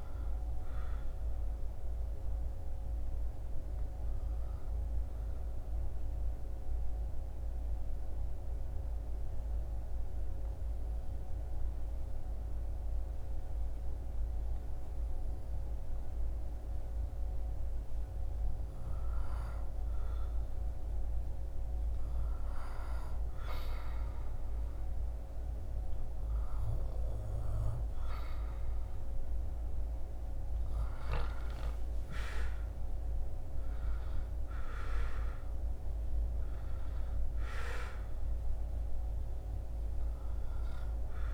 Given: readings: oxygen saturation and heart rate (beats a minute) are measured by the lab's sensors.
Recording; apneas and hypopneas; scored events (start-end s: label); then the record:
breathing in sleep, hard to hear, by a room microphone; 1
1.00-19.00 s: obstructive apnea (oxygen 99% before, 95% lowest, heart rate 75 before, 68 extreme, up 14 after)
20.00-24.00 s: arousal
32.00-41.34 s: oxygen desaturation (device-marked, oxygen 99% before, 95% lowest, heart rate 75 before, 50 extreme)
From the record:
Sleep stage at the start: N2 (light sleep); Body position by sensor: on the back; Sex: male